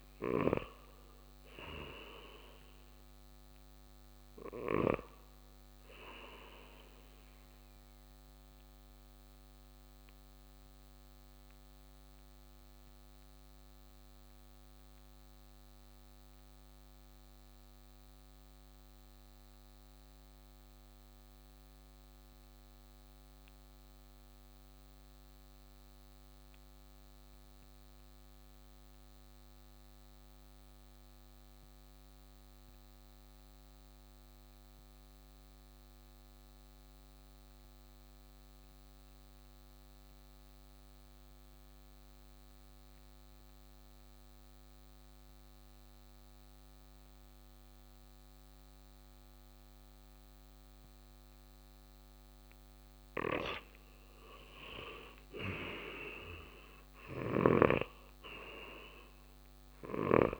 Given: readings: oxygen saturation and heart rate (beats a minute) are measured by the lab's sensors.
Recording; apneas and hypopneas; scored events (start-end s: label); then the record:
breathing in sleep by a microphone on the trachea; 1
0.00-22.00 s: oxygen desaturation (device-marked, oxygen 88% lowest, heart rate 56 extreme)
0.50-5.00 s: snoring (device-marked)
9.00-54.00 s: mixed apnea (oxygen 97% before, 84% lowest, heart rate 61 before, 56 extreme, up 6 after)
42.00-60.40 s: oxygen desaturation (device-marked, oxygen 96% before, 84% lowest, heart rate 57 before, 56 extreme)
56.00-60.00 s: arousal
57.00-60.40 s: snoring (device-marked)
From the record:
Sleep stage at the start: N2 (light sleep); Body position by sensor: on the right side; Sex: male